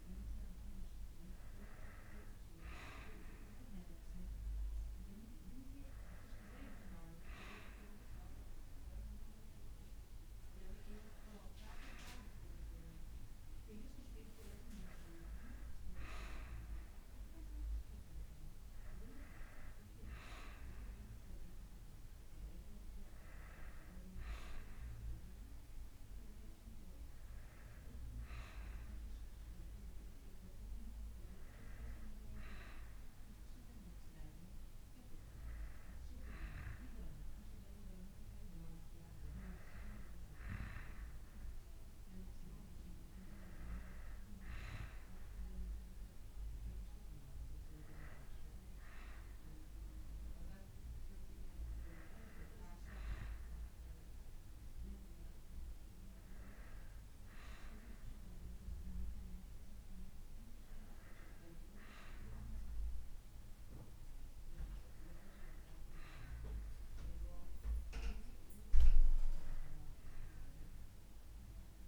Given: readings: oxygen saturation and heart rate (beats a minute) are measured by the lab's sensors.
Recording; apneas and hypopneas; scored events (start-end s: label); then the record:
breathing in sleep by a room microphone; none
56.00-58.00 s: bradycardia (device-marked, heart rate 76 before, 66 extreme)
From the record:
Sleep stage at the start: N2 (light sleep); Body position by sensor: on the back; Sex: male